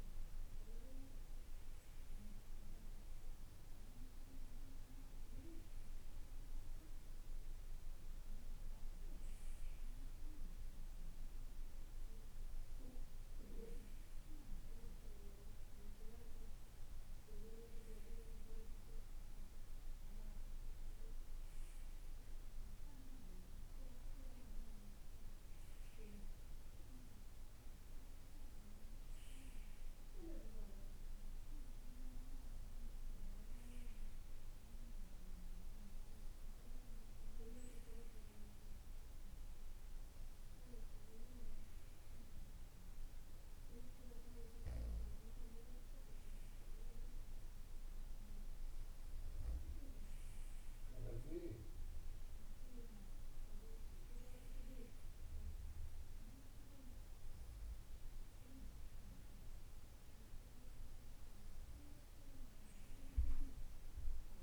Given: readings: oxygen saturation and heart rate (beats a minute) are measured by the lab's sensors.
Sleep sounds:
breathing in sleep by a room microphone; none
none scored
From the record:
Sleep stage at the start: N2 (light sleep); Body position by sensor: on the right side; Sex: male

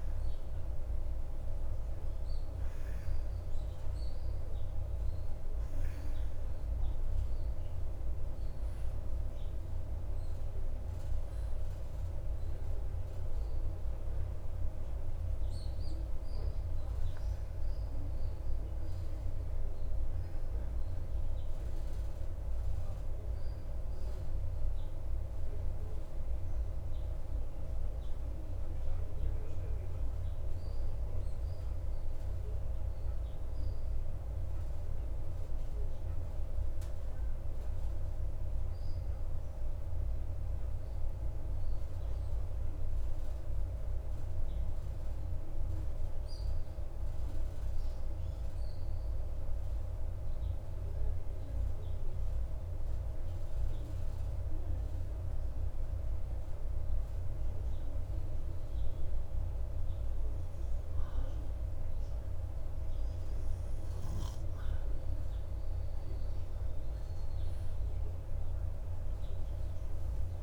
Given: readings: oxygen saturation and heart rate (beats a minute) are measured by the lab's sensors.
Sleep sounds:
breathing in sleep, hard to hear, by a room microphone; 1
12.00-39.00 s: oxygen desaturation (device-marked, oxygen 95% before, 91% lowest, heart rate 55 before, 52 extreme)
20.00-23.50 s: arousal
26.00-63.00 s: mixed apnea (oxygen 96% before, 90% lowest, heart rate 56 before, 52 extreme, up 2 after)
64.50-68.50 s: arousal
From the record:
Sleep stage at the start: N2 (light sleep); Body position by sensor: on the back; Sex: male

